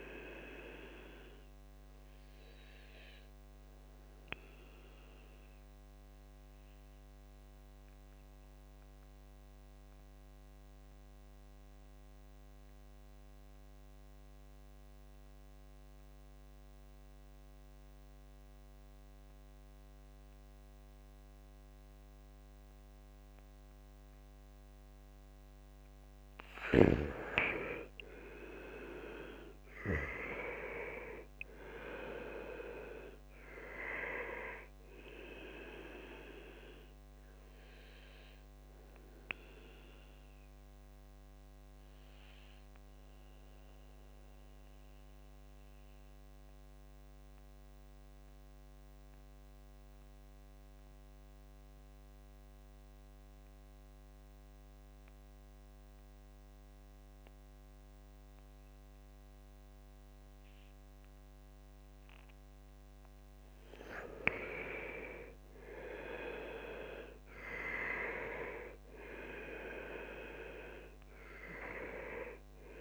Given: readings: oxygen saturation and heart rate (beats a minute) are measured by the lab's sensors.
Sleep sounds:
breathing in sleep by a microphone on the trachea; 2
2.50-16.50 s: oxygen desaturation (device-marked, oxygen 98% before, 88% lowest, heart rate 70 before, 66 extreme)
3.00-26.00 s: mixed apnea (oxygen 98% before, 81% lowest, heart rate 70 before, 64 extreme, up 1 after)
27.50-32.00 s: arousal
27.50-52.50 s: oxygen desaturation (device-marked, oxygen 98% before, 82% lowest, heart rate 70 before, 64 extreme)
38.50-63.00 s: mixed apnea (oxygen 98% before, 81% lowest, heart rate 71 before, 63 extreme)
59.50-72.81 s: oxygen desaturation (device-marked, oxygen 99% before, 81% lowest, heart rate 68 before, 63 extreme)
65.00-70.50 s: arousal
From the record:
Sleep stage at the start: N2 (light sleep); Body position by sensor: on the back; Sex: male

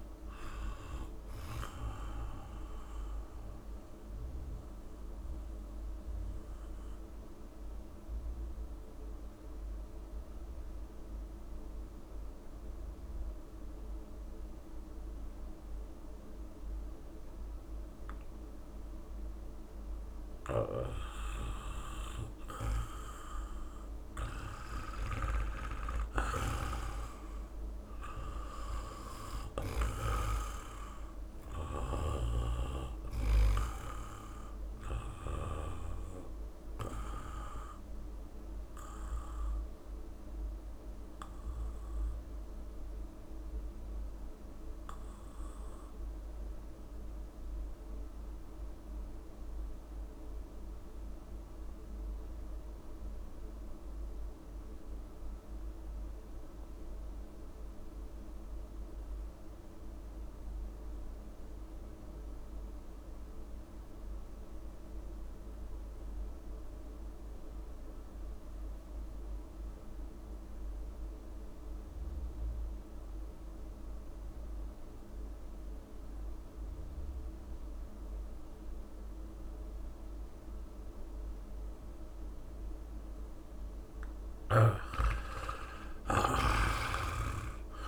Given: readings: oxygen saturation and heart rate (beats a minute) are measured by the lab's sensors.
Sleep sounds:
breathing in sleep by a room microphone; 2
0.00-12.00 s: oxygen desaturation (device-marked, oxygen 70% lowest)
3.00-23.00 s: mixed apnea (oxygen 83% before, 70% lowest)
20.00-29.50 s: snoring (device-marked)
24.50-28.50 s: arousal
27.00-47.00 s: oxygen desaturation (device-marked, oxygen 99% before, 87% lowest)
31.50-35.50 s: snoring (device-marked)
35.00-83.50 s: obstructive apnea (oxygen 100% before, 74% lowest)
65.00-87.88 s: oxygen desaturation (device-marked, oxygen 96% before, 74% lowest)
85.00-87.88 s: arousal
From the record:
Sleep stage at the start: REM sleep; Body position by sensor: on the back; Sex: male

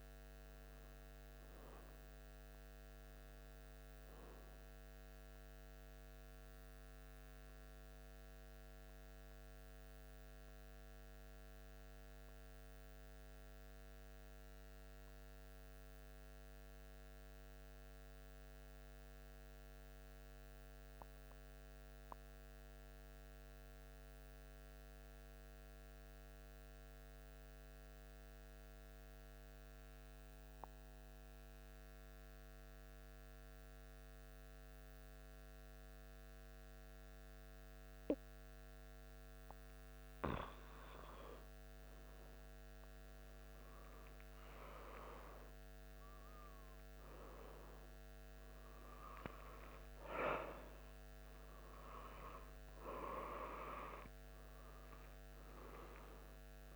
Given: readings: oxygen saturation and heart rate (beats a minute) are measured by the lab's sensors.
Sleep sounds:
breathing in sleep by a microphone on the trachea; 1
2.00-6.00 s: arousal
8.50-38.50 s: central apnea (oxygen 97% before, 92% lowest, heart rate 77 before, 75 extreme, up 0 after)
34.00-47.00 s: oxygen desaturation (device-marked, oxygen 99% before, 92% lowest, heart rate 76 before, 75 extreme)
42.50-47.50 s: arousal
From the record:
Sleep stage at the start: N2 (light sleep); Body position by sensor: on the back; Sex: male

